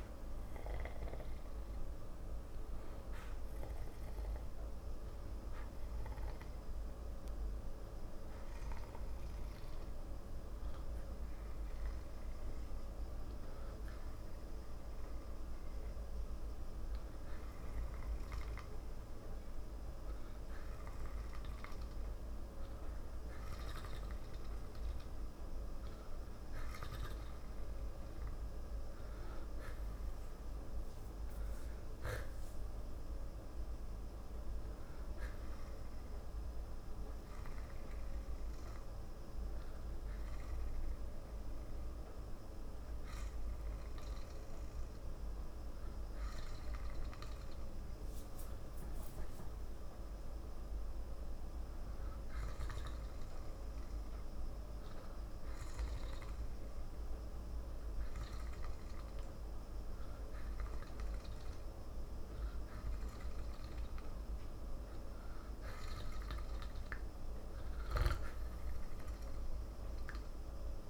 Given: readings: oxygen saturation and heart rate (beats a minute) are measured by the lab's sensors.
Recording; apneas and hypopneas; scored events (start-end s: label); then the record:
breathing in sleep, hard to hear, by a room microphone; 2
6.00-21.50 s: obstructive apnea (oxygen 94% before, 92% lowest, heart rate 58 before, 54 extreme, up 0 after)
23.50-26.50 s: arousal
37.50-64.50 s: obstructive apnea (oxygen 94% before, 92% lowest, heart rate 56 before, 54 extreme, up 1 after)
66.50-69.50 s: arousal
From the record:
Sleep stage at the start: N2 (light sleep); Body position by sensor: on the back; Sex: male